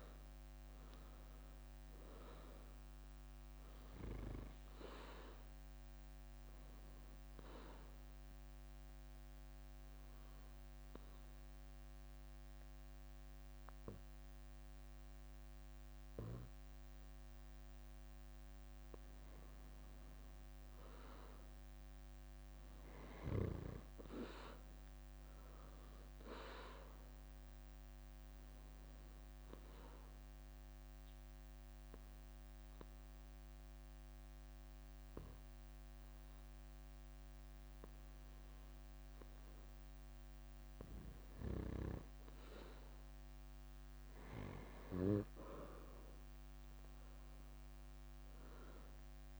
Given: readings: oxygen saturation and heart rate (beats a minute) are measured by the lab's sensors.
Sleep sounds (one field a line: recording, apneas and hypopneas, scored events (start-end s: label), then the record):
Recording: breathing in sleep by a microphone on the trachea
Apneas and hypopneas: 2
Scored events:
0.00-1.00 s: arousal
4.50-17.50 s: oxygen desaturation (device-marked, oxygen 97% before, 92% lowest, heart rate 66 before, 55 extreme)
6.50-13.50 s: bradycardia (device-marked, heart rate 69 before, 55 extreme)
7.00-18.50 s: obstructive apnea (oxygen 97% before, 92% lowest, heart rate 66 before, 55 extreme, up 14 after)
21.00-24.00 s: arousal
28.50-34.50 s: bradycardia (device-marked, heart rate 69 before, 58 extreme)
28.50-41.50 s: oxygen desaturation (device-marked, oxygen 97% before, 93% lowest, heart rate 62 before, 57 extreme)
29.50-40.00 s: obstructive apnea (oxygen 97% before, 89% lowest, heart rate 62 before, 57 extreme, up 8 after)
46.00-49.39 s: arousal
From the record:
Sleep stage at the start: N2 (light sleep)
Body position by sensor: on the back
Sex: female